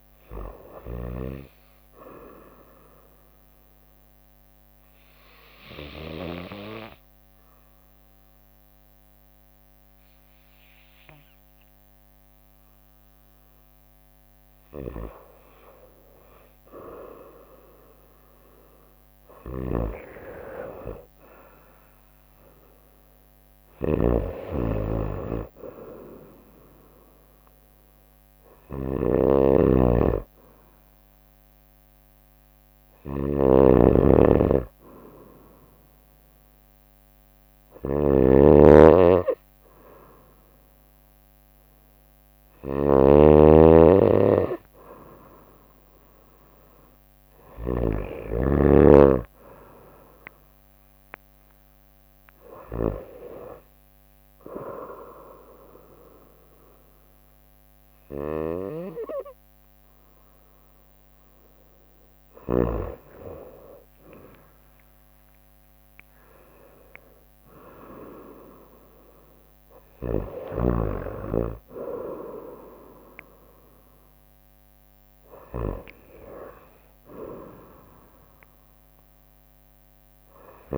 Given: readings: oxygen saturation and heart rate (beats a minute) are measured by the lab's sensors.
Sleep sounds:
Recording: breathing in sleep by a microphone on the trachea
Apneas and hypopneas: 2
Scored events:
0.00-1.00 s: snoring (device-marked)
0.00-11.50 s: oxygen desaturation (device-marked, oxygen 85% lowest, heart rate 56 extreme)
2.50-15.00 s: obstructive apnea (oxygen 95% before, 85% lowest, heart rate 63 before, 68 extreme, up 2 after)
18.00-23.00 s: arousal
19.50-62.50 s: snoring (device-marked)
20.50-31.50 s: drop in pulse transit time (device-marked, heart rate 69 before, 69 extreme)
48.00-51.50 s: arousal
54.00-64.00 s: obstructive apnea (oxygen 96% before, 93% lowest, heart rate 69 before, 64 extreme, up 4 after)
67.50-71.00 s: arousal
From the record:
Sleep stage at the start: N2 (light sleep)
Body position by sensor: on the right side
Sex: female

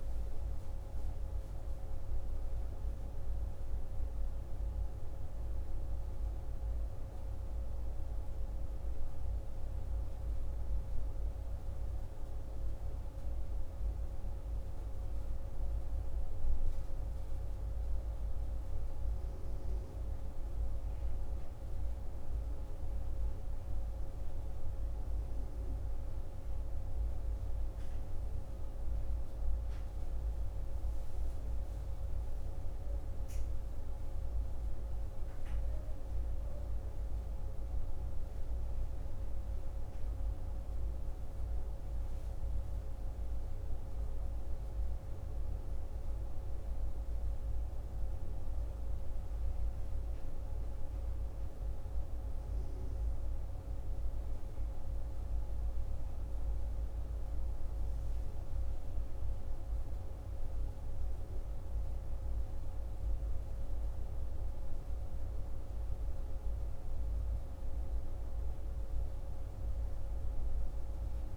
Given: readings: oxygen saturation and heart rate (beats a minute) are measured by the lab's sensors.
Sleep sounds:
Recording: a person awake in a sleep study, hard to hear, by a room microphone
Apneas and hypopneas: none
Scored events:
none scored
From the record:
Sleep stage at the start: awake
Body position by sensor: on the right side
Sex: male

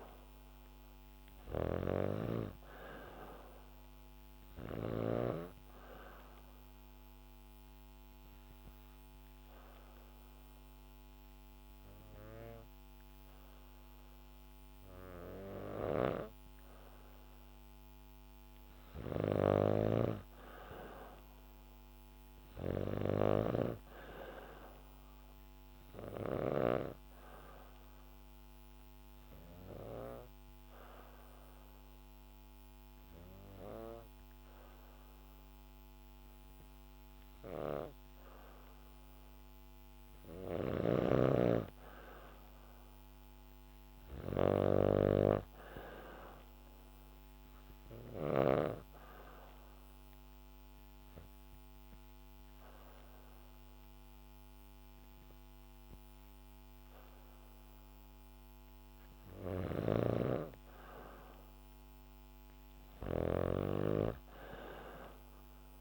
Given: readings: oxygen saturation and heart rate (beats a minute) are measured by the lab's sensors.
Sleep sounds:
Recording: breathing in sleep by a microphone on the trachea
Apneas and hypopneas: 3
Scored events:
0.00-4.50 s: snoring (device-marked)
5.00-16.50 s: obstructive apnea (oxygen 96% before, 93% lowest, heart rate 67 before, 66 extreme, up 0 after)
18.50-22.00 s: arousal
18.50-26.00 s: snoring (device-marked)
27.50-39.50 s: obstructive apnea (oxygen 97% before, 93% lowest, heart rate 68 before, 66 extreme, up 1 after)
40.00-48.00 s: snoring (device-marked)
42.00-46.00 s: arousal
49.00-59.00 s: obstructive apnea (oxygen 97% before, 93% lowest, heart rate 69 before, 66 extreme, up 1 after)
59.00-65.81 s: snoring (device-marked)
61.50-65.00 s: arousal
From the record:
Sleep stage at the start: N2 (light sleep)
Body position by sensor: on the back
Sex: female

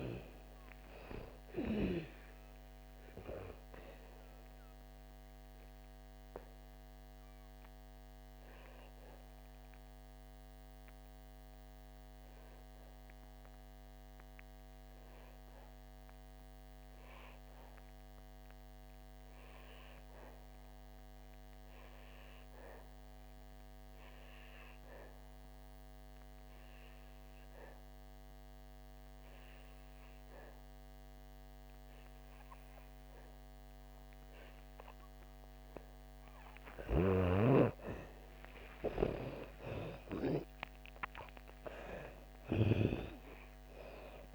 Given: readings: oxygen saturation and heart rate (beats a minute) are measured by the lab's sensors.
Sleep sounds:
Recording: breathing in sleep by a microphone on the trachea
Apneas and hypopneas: 1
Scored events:
0.00-1.00 s: arousal
0.00-28.50 s: oxygen desaturation (device-marked, oxygen 89% lowest, heart rate 54 extreme)
5.00-37.00 s: obstructive apnea (oxygen 98% before, 88% lowest, heart rate 64 before, 54 extreme, up 9 after)
36.50-44.35 s: oxygen desaturation (device-marked, oxygen 98% before, 90% lowest, heart rate 60 before, 55 extreme)
38.00-42.50 s: arousal
From the record:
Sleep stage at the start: N2 (light sleep)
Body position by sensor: on the back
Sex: female

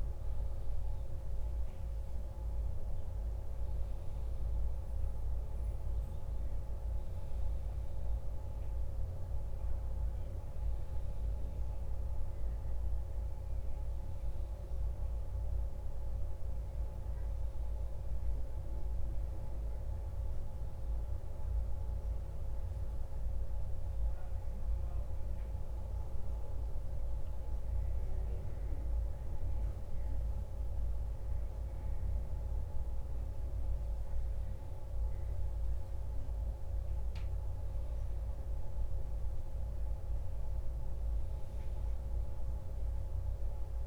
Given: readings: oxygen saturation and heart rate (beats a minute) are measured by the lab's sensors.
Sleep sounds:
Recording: a person awake in a sleep study, hard to hear, by a room microphone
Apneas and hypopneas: none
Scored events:
none scored
From the record:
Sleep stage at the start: awake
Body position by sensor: on the back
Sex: male

